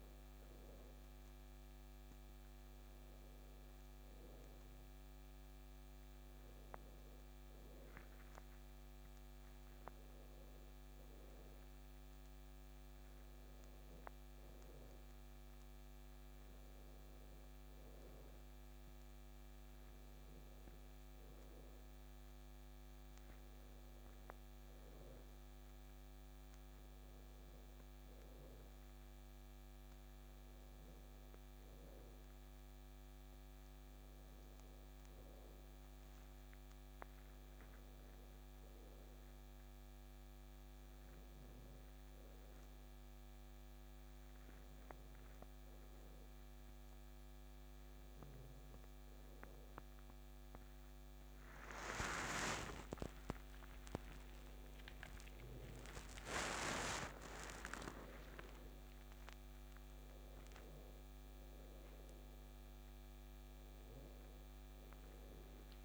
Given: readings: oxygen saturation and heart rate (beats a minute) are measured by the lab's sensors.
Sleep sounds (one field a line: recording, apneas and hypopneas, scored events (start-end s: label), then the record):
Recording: a person partly awake in a sleep study, by a microphone on the trachea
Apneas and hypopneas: none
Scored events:
40.00-65.85 s: new sleep stage, awake
From the record:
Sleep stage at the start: N2 (light sleep)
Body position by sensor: on the back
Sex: male